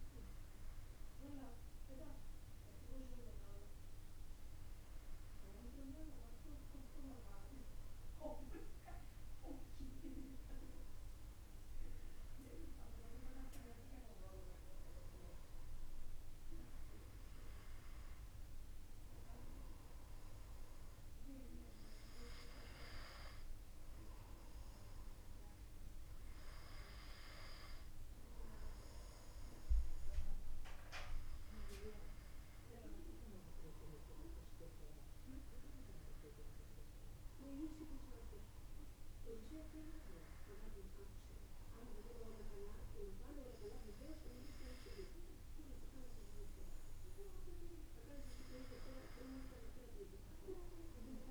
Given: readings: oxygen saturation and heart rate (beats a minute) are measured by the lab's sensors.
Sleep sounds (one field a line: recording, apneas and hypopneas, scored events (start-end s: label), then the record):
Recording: breathing in sleep by a room microphone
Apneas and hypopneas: none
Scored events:
none scored
From the record:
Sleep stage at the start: N1 (lightest sleep)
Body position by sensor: on the back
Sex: male